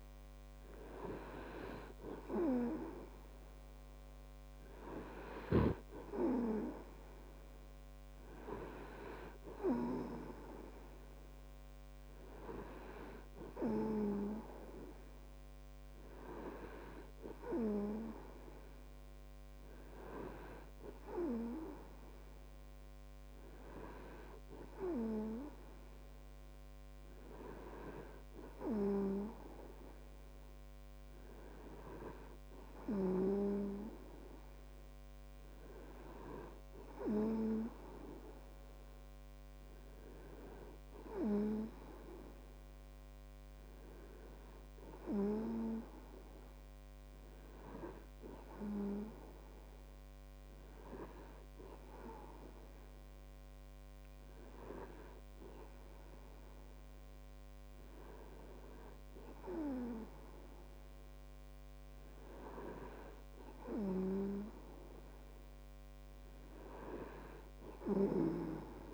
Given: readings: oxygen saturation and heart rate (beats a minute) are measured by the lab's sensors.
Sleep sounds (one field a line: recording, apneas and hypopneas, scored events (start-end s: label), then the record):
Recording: breathing in sleep by a microphone on the trachea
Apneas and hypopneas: none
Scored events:
none scored
From the record:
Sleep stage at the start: N2 (light sleep)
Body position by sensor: on the right side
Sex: male